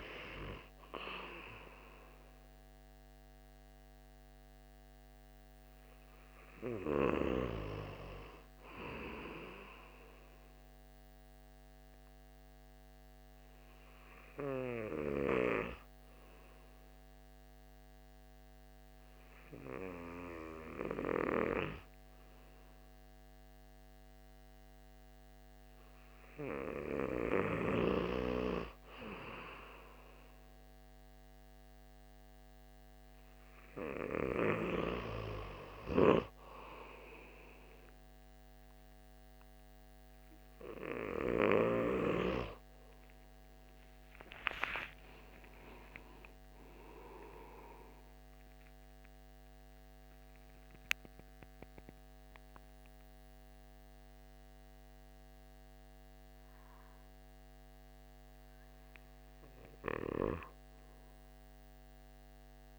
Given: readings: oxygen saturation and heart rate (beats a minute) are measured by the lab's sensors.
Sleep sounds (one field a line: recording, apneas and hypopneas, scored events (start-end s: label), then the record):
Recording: breathing in sleep by a microphone on the trachea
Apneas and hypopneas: 1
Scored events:
10.50-28.50 s: hypopnea (oxygen 96% before, 93% lowest, heart rate 117 before, 138 extreme, up 21 after)
43.50-48.00 s: arousal
From the record:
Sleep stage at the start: N2 (light sleep)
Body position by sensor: on the back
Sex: male